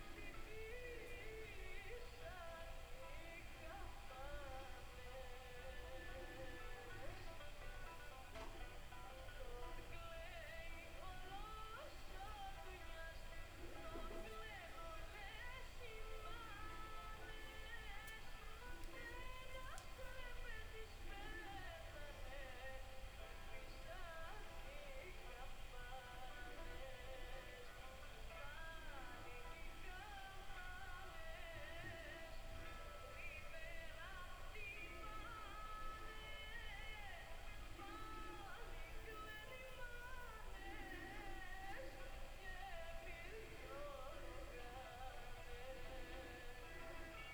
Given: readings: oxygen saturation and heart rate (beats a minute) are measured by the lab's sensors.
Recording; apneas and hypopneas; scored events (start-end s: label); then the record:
breathing in sleep, hard to hear, by a room microphone; none
none scored
From the record:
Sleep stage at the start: N2 (light sleep); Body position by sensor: on the back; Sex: female